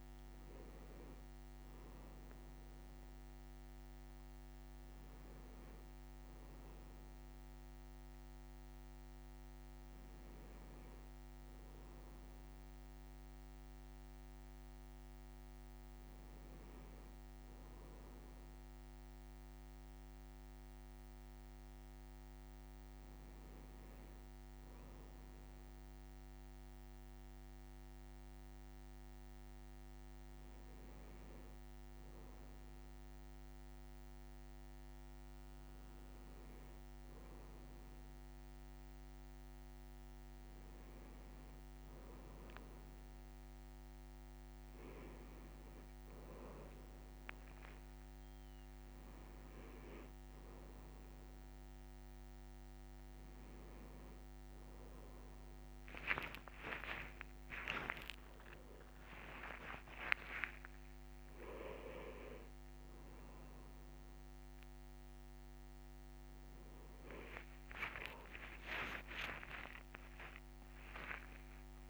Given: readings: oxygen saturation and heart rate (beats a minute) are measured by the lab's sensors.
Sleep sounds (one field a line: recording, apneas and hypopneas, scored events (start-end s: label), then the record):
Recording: a person awake in a sleep study, by a microphone on the trachea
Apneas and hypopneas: none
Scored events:
48.00-51.00 s: leg movement (device-marked)
60.00-61.50 s: leg movement (device-marked)
From the record:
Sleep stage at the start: awake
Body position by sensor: on the right side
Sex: male